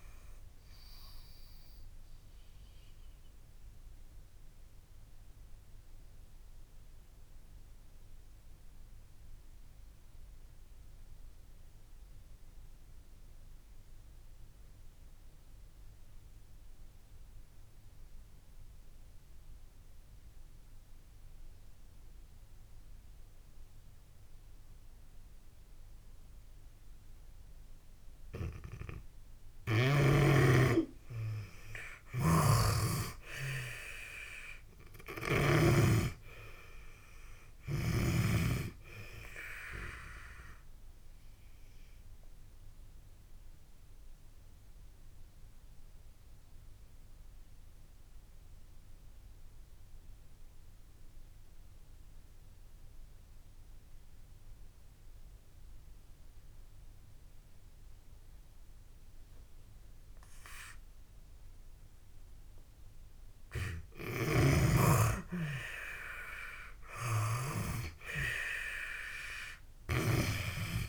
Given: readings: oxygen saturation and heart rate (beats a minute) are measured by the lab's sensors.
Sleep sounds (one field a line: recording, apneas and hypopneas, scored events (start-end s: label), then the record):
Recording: breathing in sleep by a room microphone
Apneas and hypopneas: 2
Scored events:
0.00-24.50 s: oxygen desaturation (device-marked, oxygen 80% lowest)
1.00-28.00 s: obstructive apnea (oxygen 96% before, 80% lowest)
29.50-33.50 s: arousal
32.00-35.50 s: snoring (device-marked)
37.50-63.50 s: oxygen desaturation (device-marked, oxygen 97% before, 82% lowest)
41.00-63.00 s: obstructive apnea (oxygen 97% before, 82% lowest)
64.00-70.00 s: snoring (device-marked)
65.00-68.50 s: arousal
From the record:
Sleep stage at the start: N2 (light sleep)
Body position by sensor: on the back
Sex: female